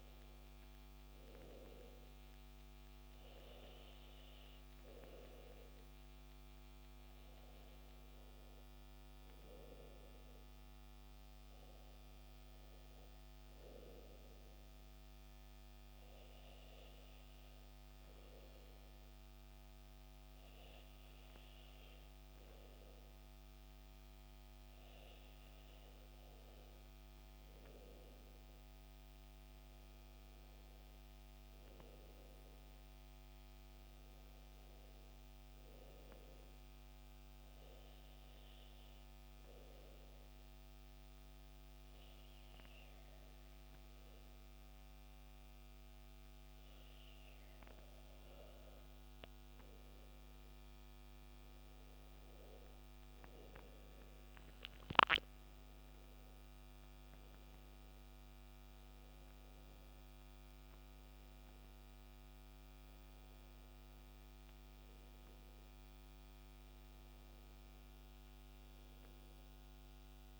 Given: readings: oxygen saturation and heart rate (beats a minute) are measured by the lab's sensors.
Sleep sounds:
breathing in sleep, hard to hear, by a microphone on the trachea; 1
28.00-32.00 s: arousal
37.50-50.00 s: obstructive apnea (oxygen 97% before, 96% lowest, heart rate 70 before, 70 extreme, up 14 after)
52.00-55.00 s: arousal
From the record:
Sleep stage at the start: N2 (light sleep); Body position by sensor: on the back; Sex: male

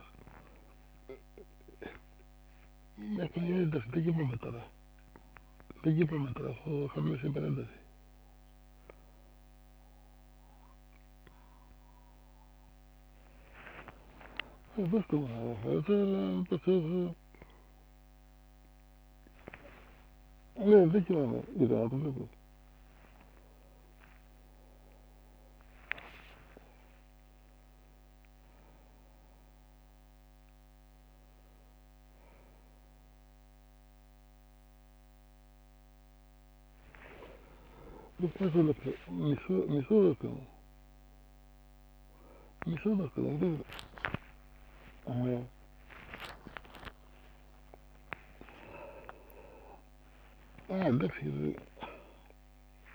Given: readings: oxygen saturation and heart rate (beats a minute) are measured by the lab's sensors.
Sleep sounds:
a person awake in a sleep study, by a microphone on the trachea; none
1.50-4.50 s: leg movement (device-marked)
37.00-38.50 s: leg movement (device-marked)
43.50-45.50 s: long interval between heartbeats (device-marked, heart rate 65 before, 82 extreme)
44.00-51.50 s: leg movement (device-marked)
47.00-49.00 s: bradycardia (device-marked, heart rate 63 before, 81 extreme)
48.00-50.00 s: long interval between heartbeats (device-marked, heart rate 69 before, 83 extreme)
From the record:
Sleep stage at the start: awake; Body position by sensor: on the back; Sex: male

